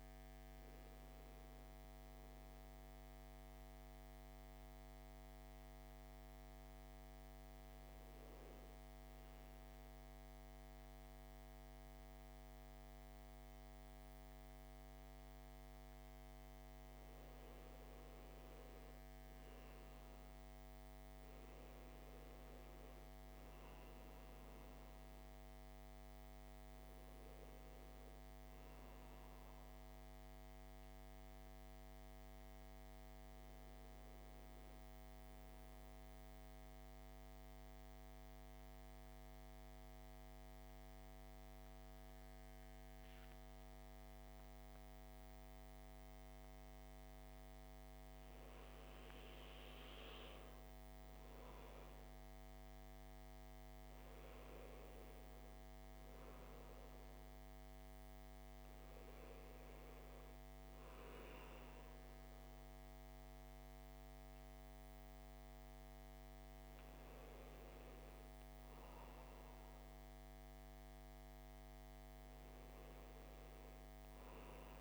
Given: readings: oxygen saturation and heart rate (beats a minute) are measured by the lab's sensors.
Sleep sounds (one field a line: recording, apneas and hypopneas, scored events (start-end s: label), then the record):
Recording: breathing in sleep, hard to hear, by a microphone on the trachea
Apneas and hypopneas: 2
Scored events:
2.50-16.50 s: obstructive apnea (oxygen 97% before, 92% lowest, heart rate 58 before, 55 extreme, up 6 after)
18.50-23.00 s: arousal
24.00-46.00 s: oxygen desaturation (device-marked, oxygen 97% before, 92% lowest, heart rate 57 before, 55 extreme)
36.00-48.00 s: mixed apnea (oxygen 97% before, 92% lowest, heart rate 59 before, 55 extreme, up 1 after)
50.50-54.50 s: arousal
60.00-72.00 s: oxygen desaturation (device-marked, oxygen 97% before, 92% lowest, heart rate 56 before, 54 extreme)
From the record:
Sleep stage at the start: N2 (light sleep)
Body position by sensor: on the back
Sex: male